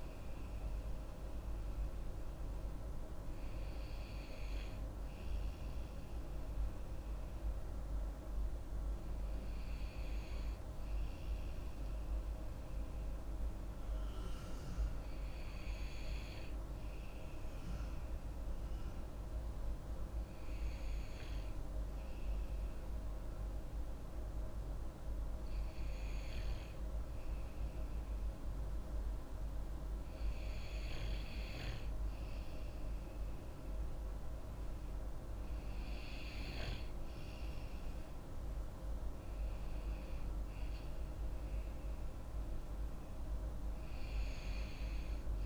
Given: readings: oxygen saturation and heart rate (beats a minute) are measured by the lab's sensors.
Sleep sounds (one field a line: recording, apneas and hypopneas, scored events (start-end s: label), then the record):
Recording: breathing in sleep, hard to hear, by a room microphone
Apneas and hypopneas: 1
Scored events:
3.50-7.50 s: arousal
12.00-28.50 s: hypopnea (oxygen 95% before, 92% lowest)
26.00-32.00 s: snoring (device-marked)
32.50-37.00 s: arousal
38.00-45.45 s: oxygen desaturation (device-marked, oxygen 95% before, 92% lowest)
From the record:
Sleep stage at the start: N2 (light sleep)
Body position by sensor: on the back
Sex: female